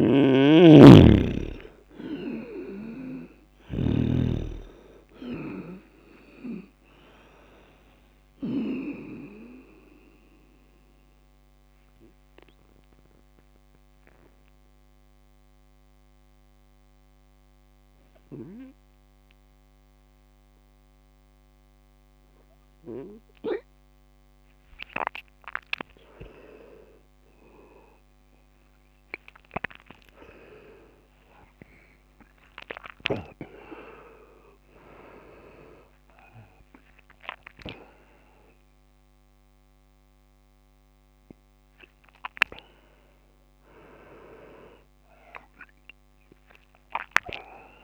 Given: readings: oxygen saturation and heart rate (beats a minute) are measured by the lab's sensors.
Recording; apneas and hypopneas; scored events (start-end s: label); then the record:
a person awake in a sleep study, by a microphone on the trachea; 1
0.00-8.50 s: snoring (device-marked)
9.50-24.50 s: obstructive apnea (oxygen 99% before, 96% lowest)
21.00-47.84 s: new sleep stage, awake
From the record:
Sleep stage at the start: N2 (light sleep); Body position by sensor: on the right side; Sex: male